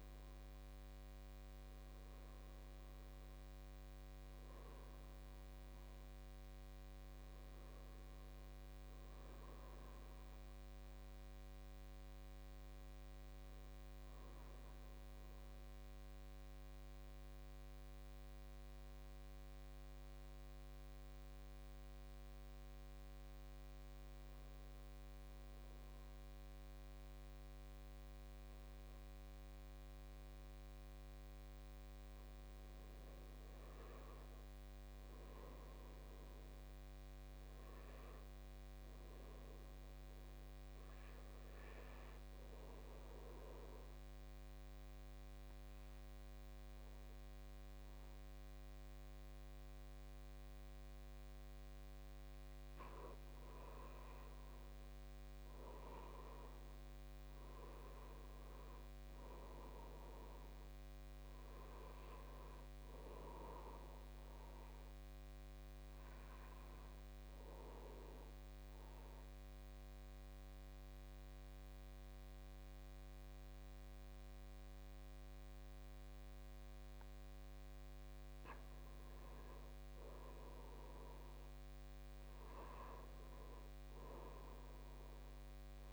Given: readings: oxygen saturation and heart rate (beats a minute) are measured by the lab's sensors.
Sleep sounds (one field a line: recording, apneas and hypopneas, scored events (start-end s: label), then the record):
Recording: breathing in sleep, hard to hear, by a microphone on the trachea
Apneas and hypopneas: 3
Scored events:
0.00-9.00 s: oxygen desaturation (device-marked, oxygen 90% lowest, heart rate 52 extreme)
10.00-13.00 s: arousal
15.50-31.50 s: obstructive apnea (oxygen 98% before, 92% lowest, heart rate 56 before, 52 extreme, up 8 after)
34.00-37.50 s: arousal
42.00-59.00 s: oxygen desaturation (device-marked, oxygen 98% before, 92% lowest, heart rate 56 before, 52 extreme)
42.50-53.00 s: obstructive apnea (oxygen 98% before, 92% lowest, heart rate 56 before, 52 extreme, up 7 after)
56.50-60.50 s: arousal
67.00-78.00 s: obstructive apnea (oxygen 97% before, 86% lowest, heart rate 57 before, 52 extreme, up 8 after)
72.00-83.00 s: oxygen desaturation (device-marked, oxygen 96% before, 92% lowest, heart rate 57 before, 53 extreme)
83.50-85.93 s: arousal
From the record:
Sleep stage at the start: N2 (light sleep)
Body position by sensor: on the back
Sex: male